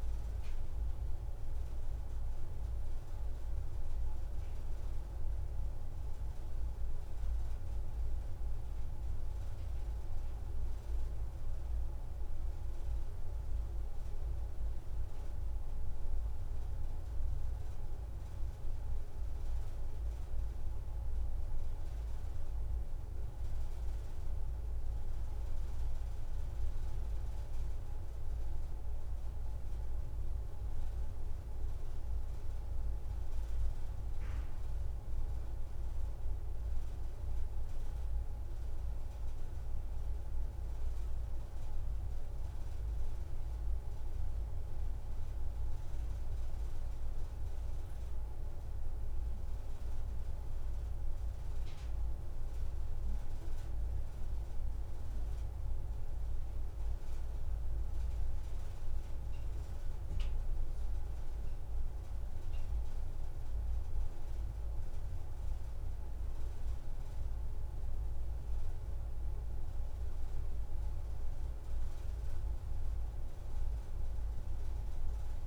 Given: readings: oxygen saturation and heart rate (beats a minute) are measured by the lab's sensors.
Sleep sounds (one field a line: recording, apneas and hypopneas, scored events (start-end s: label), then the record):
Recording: a person partly awake in a sleep study, hard to hear, by a room microphone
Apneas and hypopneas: none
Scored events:
8.00-75.47 s: new sleep stage, N2 (light sleep)
58.50-60.50 s: long interval between heartbeats (device-marked)
63.50-65.50 s: long interval between heartbeats (device-marked)
From the record:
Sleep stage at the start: awake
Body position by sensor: on the back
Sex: female